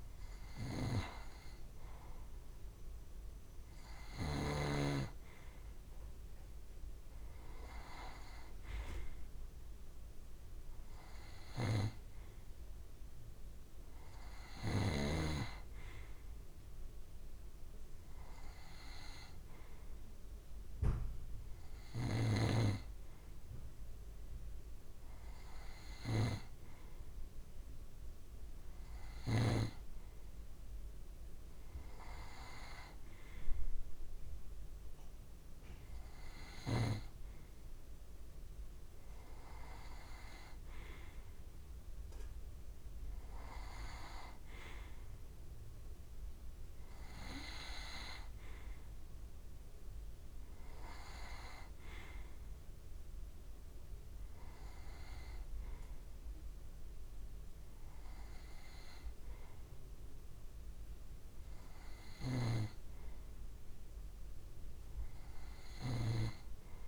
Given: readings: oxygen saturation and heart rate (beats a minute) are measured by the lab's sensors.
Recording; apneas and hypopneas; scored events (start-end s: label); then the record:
breathing in sleep by a room microphone; none
21.50-29.50 s: snoring (device-marked)
62.00-66.88 s: snoring (device-marked)
From the record:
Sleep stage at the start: N2 (light sleep); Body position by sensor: on the right side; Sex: male